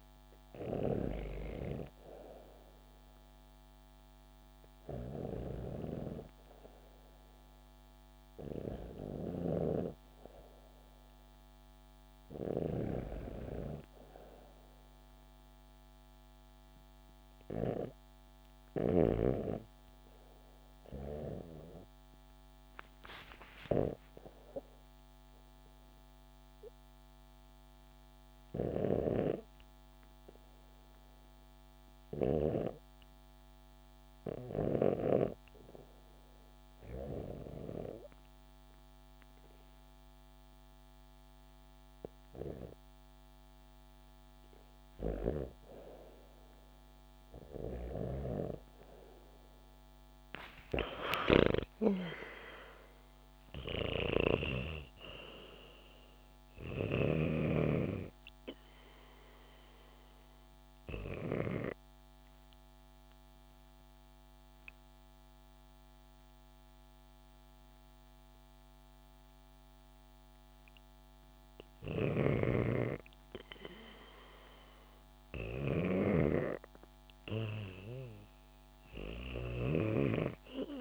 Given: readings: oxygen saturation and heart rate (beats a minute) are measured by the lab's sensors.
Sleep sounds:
breathing in sleep by a microphone on the trachea; 2
0.00-3.50 s: oxygen desaturation (device-marked, oxygen 92% lowest, heart rate 64 extreme)
8.50-12.00 s: snoring (device-marked)
28.00-36.50 s: snoring (device-marked)
33.50-45.00 s: hypopnea (oxygen 96% before, 94% lowest, heart rate 66 before, 64 extreme, up 5 after)
47.00-51.00 s: arousal
47.00-51.00 s: snoring (device-marked)
53.00-61.00 s: snoring (device-marked)
60.50-71.50 s: obstructive apnea (oxygen 96% before, 93% lowest, heart rate 68 before, 62 extreme, up 5 after)
71.00-80.81 s: snoring (device-marked)
74.00-77.50 s: arousal
From the record:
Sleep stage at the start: REM sleep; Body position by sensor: on the back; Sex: female

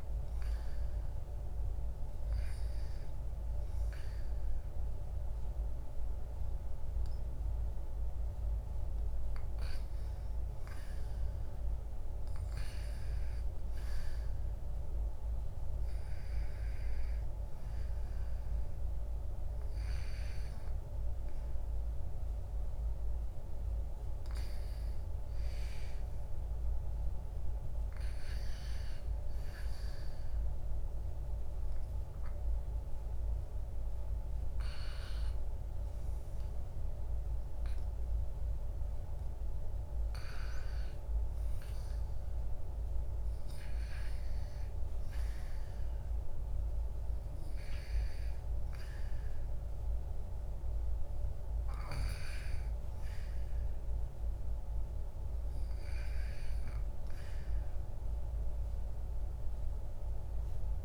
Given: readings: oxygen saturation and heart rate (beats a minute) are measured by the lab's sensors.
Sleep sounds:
breathing in sleep, hard to hear, by a room microphone; 1
30.50-41.00 s: hypopnea (oxygen 98% before, 96% lowest, heart rate 67 before, 64 extreme, up 3 after)
45.00-51.00 s: arousal
From the record:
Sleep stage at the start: REM sleep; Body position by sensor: on the back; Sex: male

